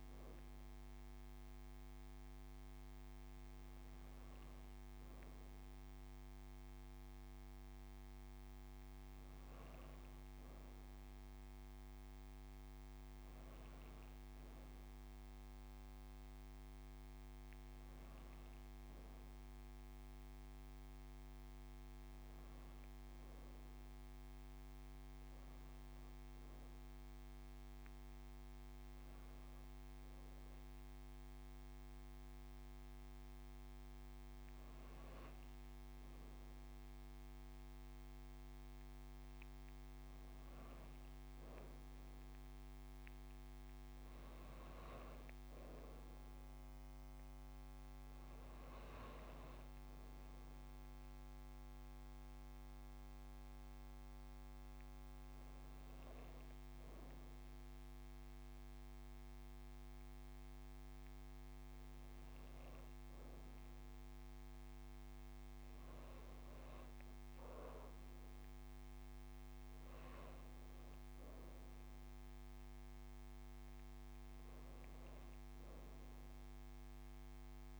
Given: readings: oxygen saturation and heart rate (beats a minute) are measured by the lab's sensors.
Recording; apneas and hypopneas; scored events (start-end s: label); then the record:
breathing in sleep, hard to hear, by a microphone on the trachea; none
none scored
From the record:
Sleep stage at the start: N2 (light sleep); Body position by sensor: on the back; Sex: female